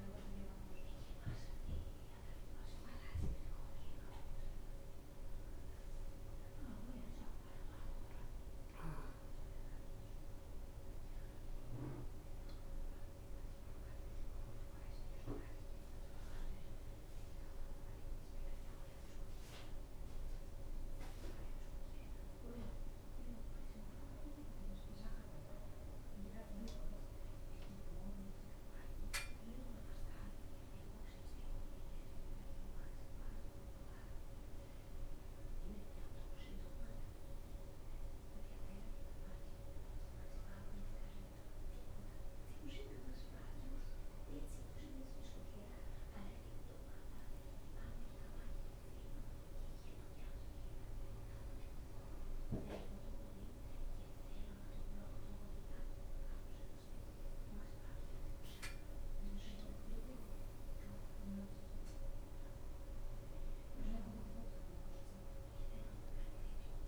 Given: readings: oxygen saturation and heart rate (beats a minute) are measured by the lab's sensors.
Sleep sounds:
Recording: a person awake in a sleep study, by a room microphone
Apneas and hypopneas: none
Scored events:
6.50-36.50 s: new sleep stage, N1 (lightest sleep)
36.50-66.50 s: new sleep stage, awake
66.50-66.88 s: new sleep stage, N1 (lightest sleep)
From the record:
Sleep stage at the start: awake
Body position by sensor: upright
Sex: female

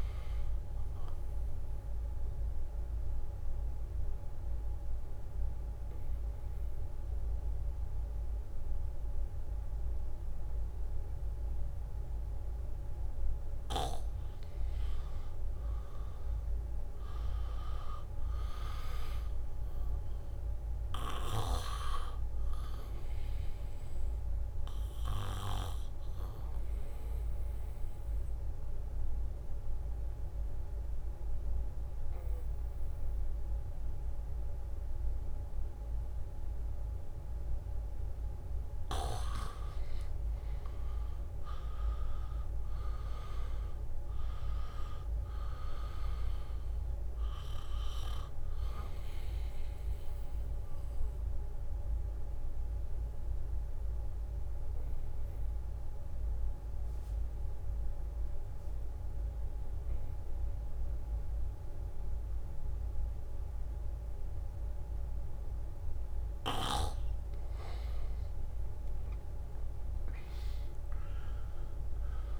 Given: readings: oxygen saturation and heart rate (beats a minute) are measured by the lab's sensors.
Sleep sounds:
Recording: breathing in sleep by a room microphone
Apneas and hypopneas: 3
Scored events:
0.00-13.00 s: oxygen desaturation (device-marked, oxygen 86% lowest, heart rate 72 extreme)
2.00-14.50 s: obstructive apnea (oxygen 98% before, 85% lowest, heart rate 78 before, 72 extreme, up 2 after)
15.50-19.00 s: arousal
21.00-32.00 s: oxygen desaturation (device-marked, oxygen 97% before, 87% lowest, heart rate 76 before, 75 extreme)
25.50-39.00 s: obstructive apnea (oxygen 97% before, 84% lowest, heart rate 76 before, 75 extreme, up 0 after)
41.00-44.00 s: arousal
44.00-61.00 s: oxygen desaturation (device-marked, oxygen 96% before, 85% lowest, heart rate 79 before, 74 extreme)
50.00-67.00 s: obstructive apnea (oxygen 96% before, 84% lowest, heart rate 78 before, 74 extreme)
62.50-68.00 s: leg movement (device-marked)
66.00-72.39 s: oxygen desaturation (device-marked, oxygen 98% before, 84% lowest, heart rate 79 before, 74 extreme)
69.00-72.39 s: arousal
From the record:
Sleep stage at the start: N2 (light sleep)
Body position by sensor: on the back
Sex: male

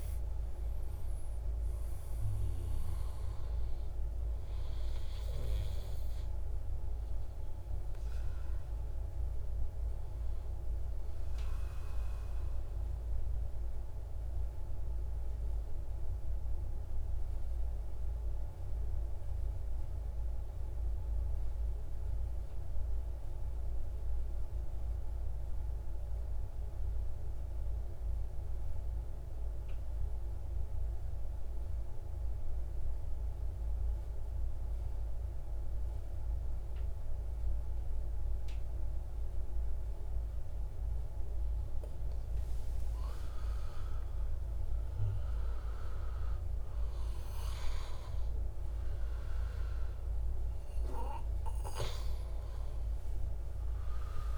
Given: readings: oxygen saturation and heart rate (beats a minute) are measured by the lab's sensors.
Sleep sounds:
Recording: breathing in sleep, hard to hear, by a room microphone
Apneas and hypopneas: 1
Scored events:
0.00-15.00 s: oxygen desaturation (device-marked, oxygen 89% lowest, heart rate 146 extreme)
13.50-41.50 s: mixed apnea (oxygen 96% before, 93% lowest, heart rate 175 before, 135 extreme, up 60 after)
36.00-54.38 s: oxygen desaturation (device-marked, oxygen 99% before, 93% lowest, heart rate 176 before, 106 extreme)
43.00-47.00 s: arousal
From the record:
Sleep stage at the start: N2 (light sleep)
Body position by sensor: on the right side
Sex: male

